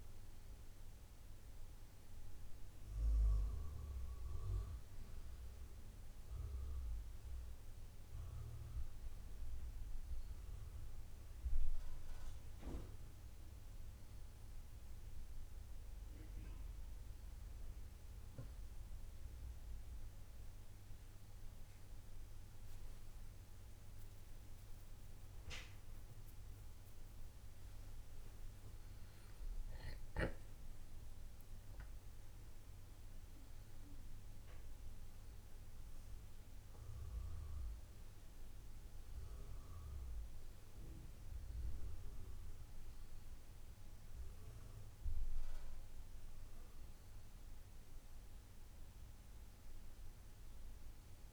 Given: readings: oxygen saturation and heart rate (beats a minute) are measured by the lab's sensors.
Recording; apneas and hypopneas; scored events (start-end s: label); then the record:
breathing in sleep by a room microphone; none
25.00-29.00 s: arousal
From the record:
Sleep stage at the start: N1 (lightest sleep); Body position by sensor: on the back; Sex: male